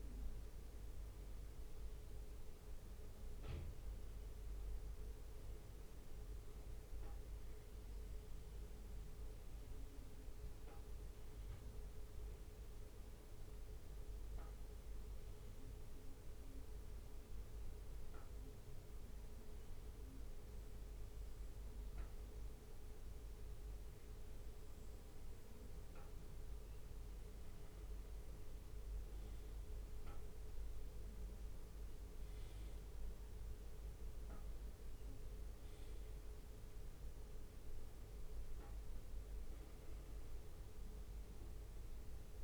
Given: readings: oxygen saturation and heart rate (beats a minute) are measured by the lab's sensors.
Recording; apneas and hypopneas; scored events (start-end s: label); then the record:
breathing in sleep, hard to hear, by a room microphone; 1
0.00-4.00 s: arousal
0.50-13.50 s: bradycardia (device-marked, heart rate 59 before, 59 extreme)
10.50-24.50 s: obstructive apnea (oxygen 98% before, 95% lowest, heart rate 59 before, 59 extreme, up 4 after)
14.50-19.50 s: bradycardia (device-marked, heart rate 59 before, 59 extreme)
27.00-30.00 s: arousal
From the record:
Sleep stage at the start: N2 (light sleep); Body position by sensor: on the back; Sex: male